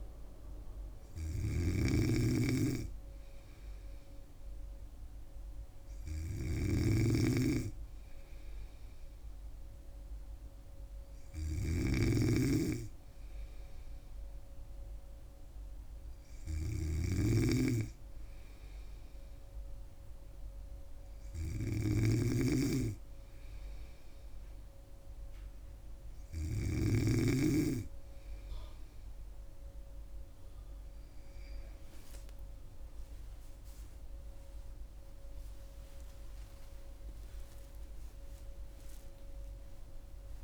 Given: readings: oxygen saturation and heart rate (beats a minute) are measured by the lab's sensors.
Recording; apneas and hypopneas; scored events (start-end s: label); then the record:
breathing in sleep by a room microphone; none
0.00-27.00 s: snoring (device-marked)
37.50-40.44 s: arousal
From the record:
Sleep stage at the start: N2 (light sleep); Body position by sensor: on the back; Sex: female